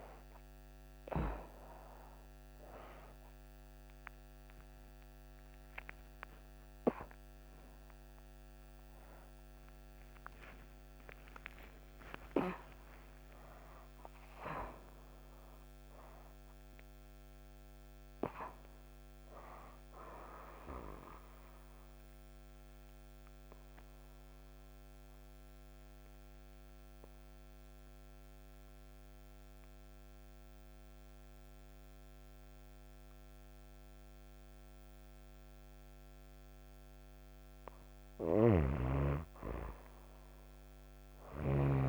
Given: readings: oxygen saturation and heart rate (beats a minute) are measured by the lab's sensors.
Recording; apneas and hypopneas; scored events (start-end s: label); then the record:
a person partly awake in a sleep study, by a microphone on the trachea; 1
9.00-41.89 s: new sleep stage, N2 (light sleep)
21.50-37.00 s: obstructive apnea (oxygen 93% before, 91% lowest)
38.00-41.50 s: snoring (device-marked)
39.00-41.89 s: arousal
From the record:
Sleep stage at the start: awake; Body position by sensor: on the right side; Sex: female